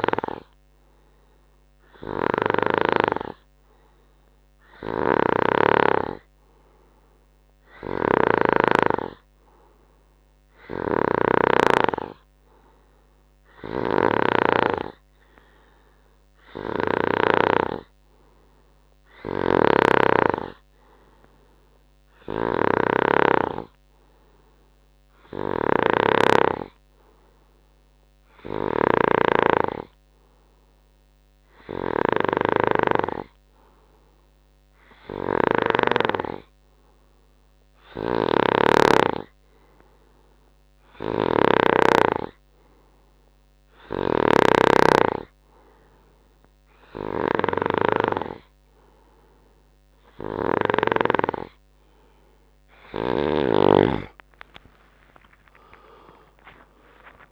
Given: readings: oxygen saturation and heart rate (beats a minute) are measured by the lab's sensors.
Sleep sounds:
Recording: breathing in sleep by a microphone on the trachea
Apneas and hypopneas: none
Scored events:
0.00-3.50 s: snoring (device-marked)
8.00-17.50 s: snoring (device-marked)
19.50-36.00 s: snoring (device-marked)
38.00-51.00 s: snoring (device-marked)
53.50-57.32 s: tachycardia (device-marked, heart rate 72 before, 130 extreme)
From the record:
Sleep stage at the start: N2 (light sleep)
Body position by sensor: on the right side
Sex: male

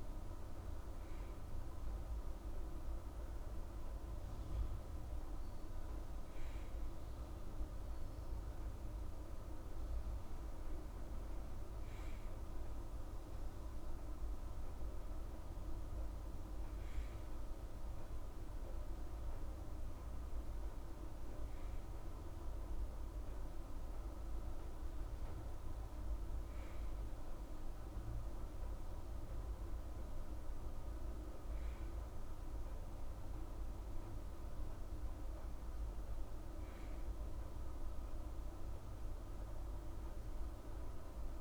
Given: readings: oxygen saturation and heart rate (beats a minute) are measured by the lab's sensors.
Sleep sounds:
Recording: breathing in sleep, hard to hear, by a room microphone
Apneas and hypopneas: none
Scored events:
none scored
From the record:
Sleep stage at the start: N2 (light sleep)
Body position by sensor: on the right side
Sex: female

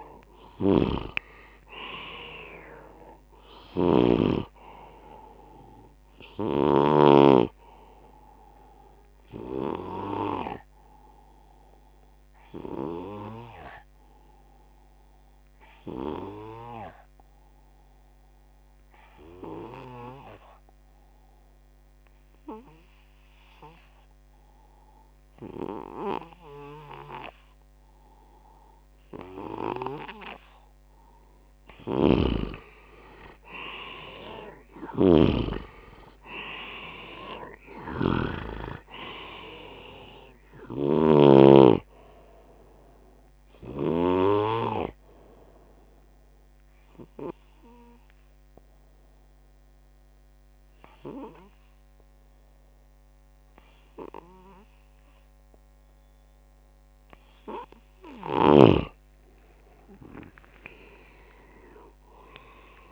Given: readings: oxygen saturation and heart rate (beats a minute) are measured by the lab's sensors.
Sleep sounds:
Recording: breathing in sleep by a microphone on the trachea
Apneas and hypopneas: 2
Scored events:
0.00-7.00 s: snoring (device-marked)
3.00-21.00 s: oxygen desaturation (device-marked, oxygen 93% before, 90% lowest, heart rate 75 before, 69 extreme)
11.50-30.50 s: obstructive apnea (oxygen 97% before, 88% lowest, heart rate 75 before, 69 extreme, up 15 after)
31.50-44.00 s: snoring (device-marked)
34.00-59.00 s: oxygen desaturation (device-marked, oxygen 98% before, 88% lowest, heart rate 77 before, 69 extreme)
45.50-57.50 s: obstructive apnea (oxygen 98% before, 87% lowest, heart rate 77 before, 70 extreme, up 4 after)
60.50-62.92 s: arousal
From the record:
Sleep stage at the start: N2 (light sleep)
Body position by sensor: on the left side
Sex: male

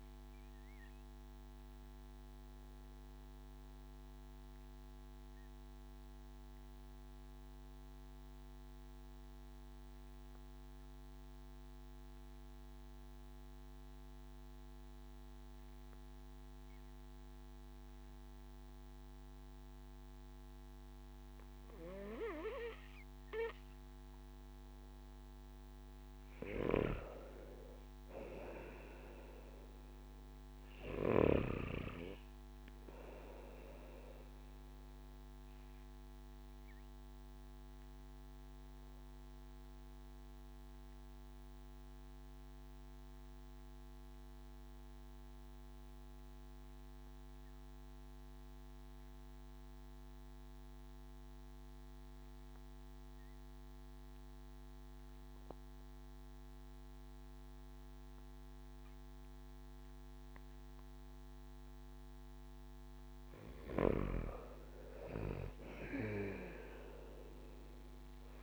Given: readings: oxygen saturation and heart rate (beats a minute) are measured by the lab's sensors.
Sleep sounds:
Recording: breathing in sleep by a microphone on the trachea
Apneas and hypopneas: 2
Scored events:
1.00-24.50 s: obstructive apnea (oxygen 96% before, 93% lowest)
27.00-31.50 s: arousal
37.00-62.00 s: obstructive apnea (oxygen 97% before, 93% lowest)
39.00-68.43 s: new sleep stage, N1 (lightest sleep)
64.50-68.00 s: arousal
From the record:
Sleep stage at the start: N2 (light sleep)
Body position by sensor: on the back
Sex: male

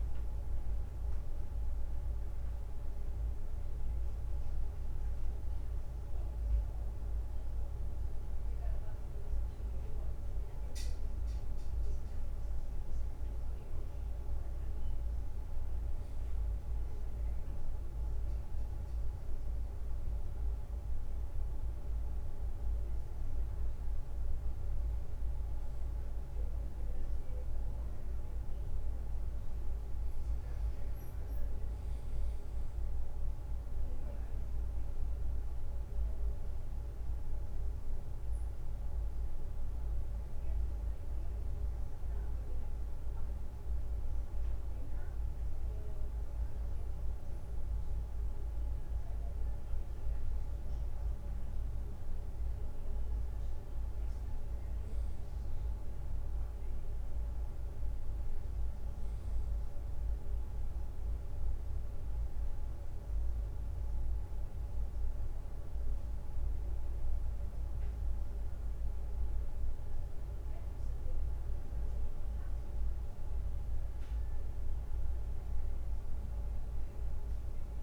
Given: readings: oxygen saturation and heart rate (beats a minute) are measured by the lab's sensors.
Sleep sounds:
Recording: a person awake in a sleep study, hard to hear, by a room microphone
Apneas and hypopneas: none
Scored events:
none scored
From the record:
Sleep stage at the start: awake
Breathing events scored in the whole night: 399 in 4.6 hours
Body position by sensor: on the back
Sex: male

